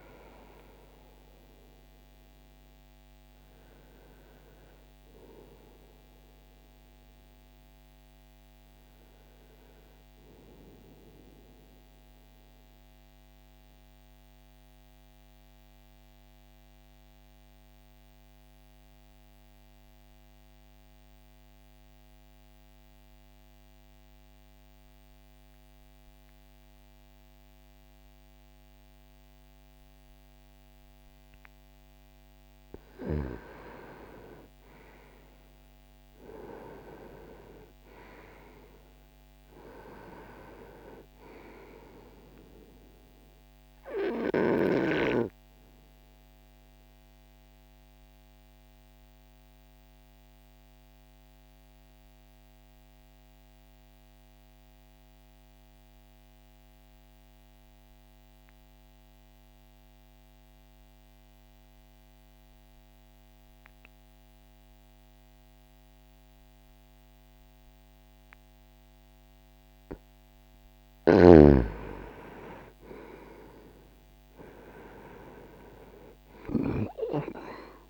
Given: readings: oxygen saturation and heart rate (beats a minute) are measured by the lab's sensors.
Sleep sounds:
breathing in sleep by a microphone on the trachea; 2
11.50-31.50 s: mixed apnea (oxygen 95% before, 87% lowest, heart rate 65 before, 60 extreme, up 0 after)
13.50-28.50 s: oxygen desaturation (device-marked, oxygen 93% before, 87% lowest, heart rate 65 before, 60 extreme)
33.00-37.00 s: arousal
45.50-69.50 s: mixed apnea (oxygen 98% before, 90% lowest, heart rate 60 before, 60 extreme, up 1 after)
55.50-67.50 s: oxygen desaturation (device-marked, oxygen 95% before, 90% lowest, heart rate 60 before, 60 extreme)
71.50-77.00 s: arousal
76.50-77.90 s: oxygen desaturation (device-marked, oxygen 97% before, 93% lowest, heart rate 62 before, 60 extreme)
From the record:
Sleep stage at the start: N2 (light sleep); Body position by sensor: on the back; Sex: male

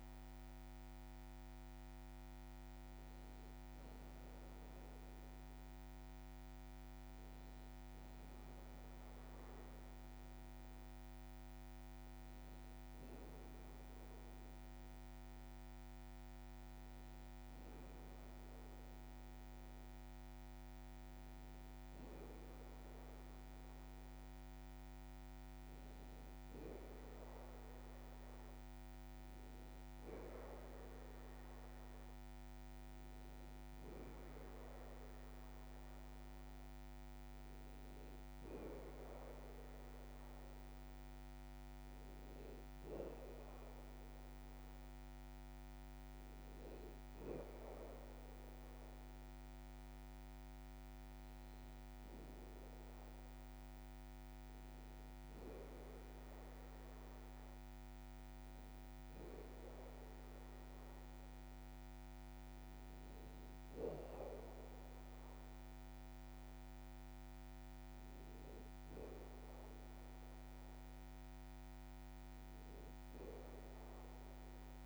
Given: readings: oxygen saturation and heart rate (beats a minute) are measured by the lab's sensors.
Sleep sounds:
breathing in sleep, hard to hear, by a microphone on the trachea; none
none scored
From the record:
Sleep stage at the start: N2 (light sleep); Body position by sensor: on the back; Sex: male

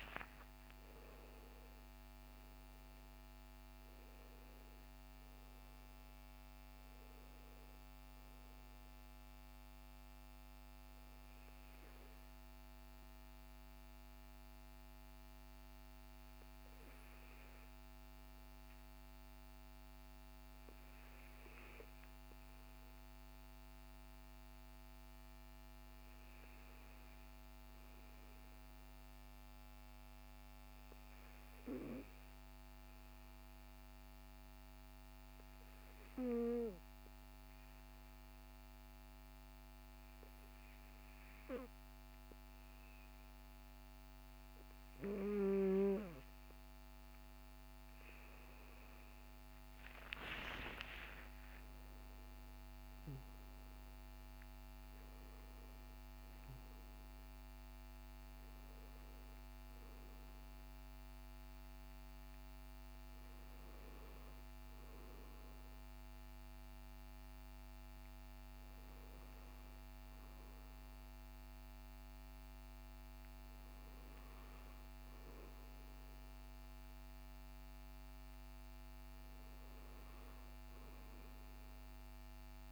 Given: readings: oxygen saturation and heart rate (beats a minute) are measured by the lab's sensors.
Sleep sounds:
breathing in sleep by a microphone on the trachea; 1
0.00-3.00 s: arousal
32.50-47.00 s: obstructive apnea (oxygen 97% before, 94% lowest, heart rate 55 before, 48 extreme, up 13 after)
49.00-53.50 s: arousal
From the record:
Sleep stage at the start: N2 (light sleep); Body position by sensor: on the back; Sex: male

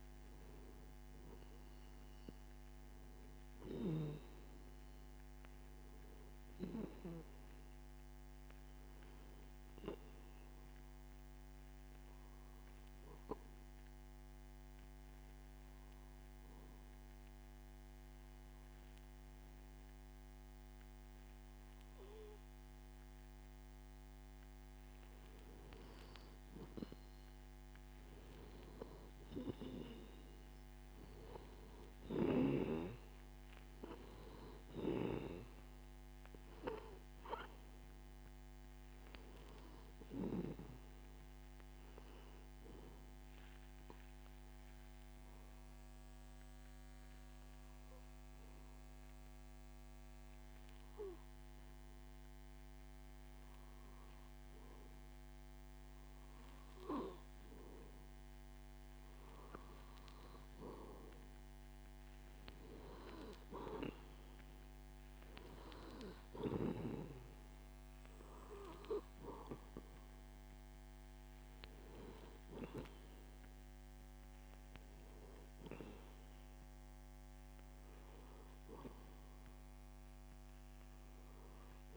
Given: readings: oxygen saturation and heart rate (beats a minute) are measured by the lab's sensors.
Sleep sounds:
breathing in sleep by a microphone on the trachea; 2
8.50-24.50 s: obstructive apnea (oxygen 94% before, 91% lowest)
29.50-34.00 s: arousal
32.50-51.50 s: oxygen desaturation (device-marked, oxygen 95% before, 91% lowest)
44.00-57.50 s: obstructive apnea (oxygen 95% before, 91% lowest)
61.50-64.50 s: arousal
63.50-81.97 s: oxygen desaturation (device-marked, oxygen 95% before, 91% lowest)
From the record:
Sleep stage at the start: N2 (light sleep); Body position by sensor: on the back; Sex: male

